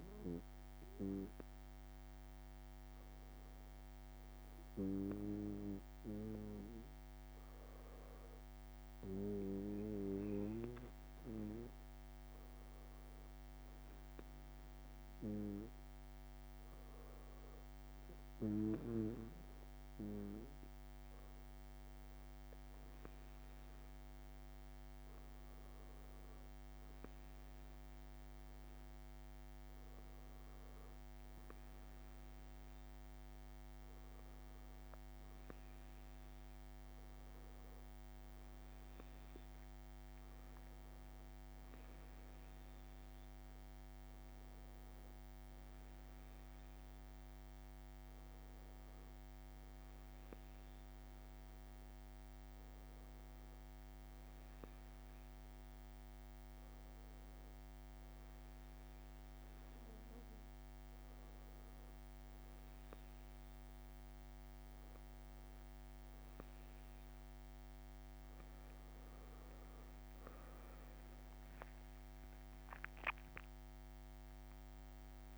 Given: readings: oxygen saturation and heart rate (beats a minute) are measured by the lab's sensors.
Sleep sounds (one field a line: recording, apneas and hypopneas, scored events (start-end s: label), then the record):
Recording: breathing in sleep by a microphone on the trachea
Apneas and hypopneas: none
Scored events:
15.50-17.50 s: long interval between heartbeats (device-marked)
61.00-63.00 s: long interval between heartbeats (device-marked)
From the record:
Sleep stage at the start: REM sleep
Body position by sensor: on the back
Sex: male